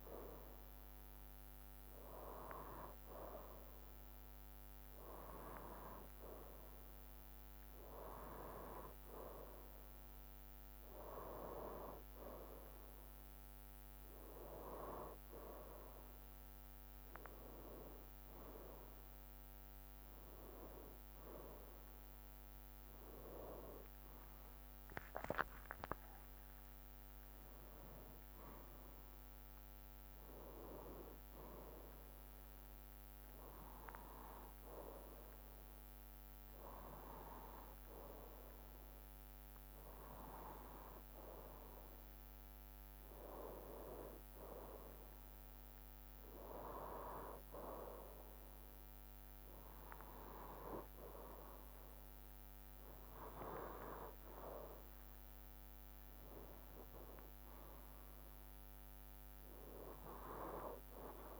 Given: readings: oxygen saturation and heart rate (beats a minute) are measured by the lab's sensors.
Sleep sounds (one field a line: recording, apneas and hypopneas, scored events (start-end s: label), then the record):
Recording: breathing in sleep by a microphone on the trachea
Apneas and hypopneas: none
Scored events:
24.50-28.50 s: arousal
34.50-38.50 s: bradycardia (device-marked, heart rate 61 before, 59 extreme)
From the record:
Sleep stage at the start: N2 (light sleep)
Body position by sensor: on the right side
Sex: male